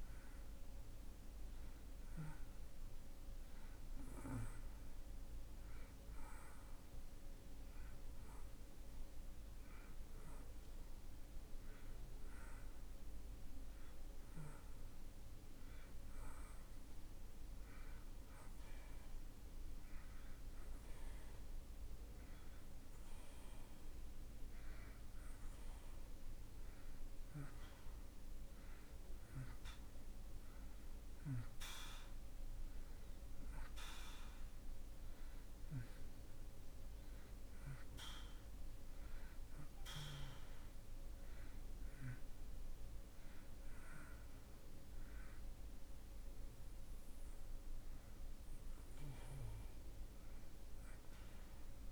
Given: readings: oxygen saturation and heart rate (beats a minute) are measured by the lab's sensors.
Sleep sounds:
breathing in sleep by a room microphone; none
none scored
From the record:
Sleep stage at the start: N2 (light sleep); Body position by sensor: on the back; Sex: male

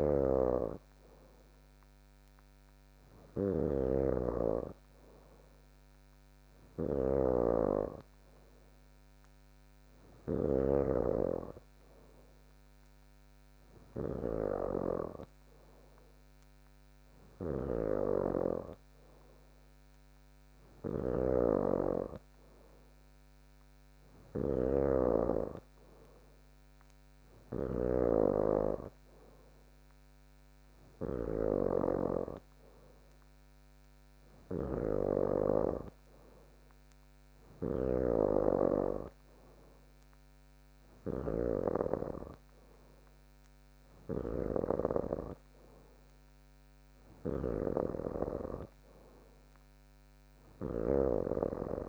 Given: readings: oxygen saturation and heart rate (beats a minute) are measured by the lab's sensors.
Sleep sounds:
breathing in sleep by a microphone on the trachea; none
0.00-51.89 s: snoring (device-marked)
From the record:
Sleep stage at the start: N3 (deep sleep); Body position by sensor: on the back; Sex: female

